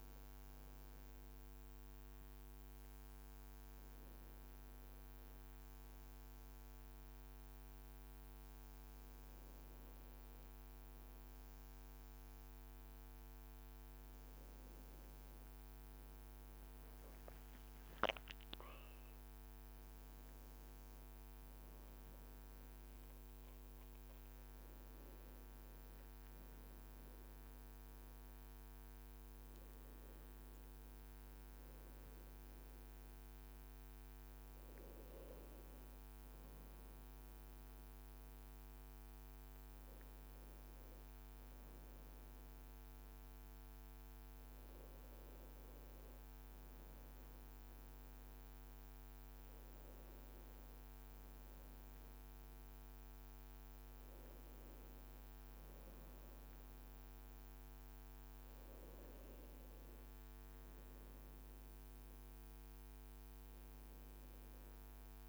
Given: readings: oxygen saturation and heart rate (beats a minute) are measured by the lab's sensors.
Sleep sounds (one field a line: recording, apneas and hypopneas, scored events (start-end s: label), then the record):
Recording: breathing in sleep, hard to hear, by a microphone on the trachea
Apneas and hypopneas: none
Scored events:
5.00-14.00 s: leg movement (device-marked)
61.00-65.00 s: arousal
From the record:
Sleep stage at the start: N1 (lightest sleep)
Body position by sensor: on the back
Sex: male